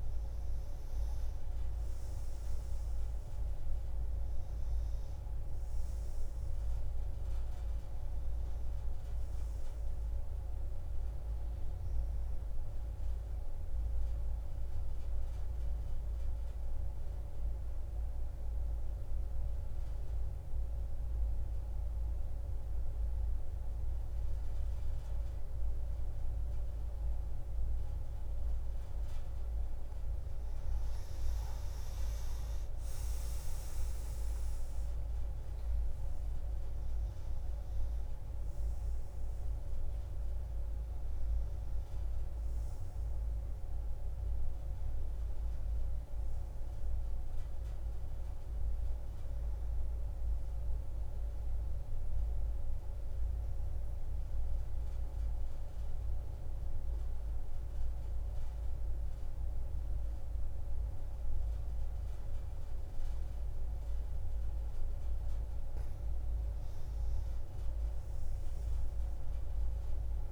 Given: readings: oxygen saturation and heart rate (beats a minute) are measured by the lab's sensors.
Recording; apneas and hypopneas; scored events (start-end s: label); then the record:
breathing in sleep, hard to hear, by a room microphone; 2
0.00-2.50 s: arousal
0.00-19.00 s: oxygen desaturation (device-marked, oxygen 89% lowest)
15.00-30.00 s: mixed apnea (oxygen 98% before, 89% lowest)
33.50-38.50 s: arousal
39.00-57.00 s: oxygen desaturation (device-marked, oxygen 96% before, 91% lowest)
51.50-64.50 s: central apnea (oxygen 97% before, 87% lowest)
66.00-70.00 s: arousal
From the record:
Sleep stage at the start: N2 (light sleep); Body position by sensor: on the back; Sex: female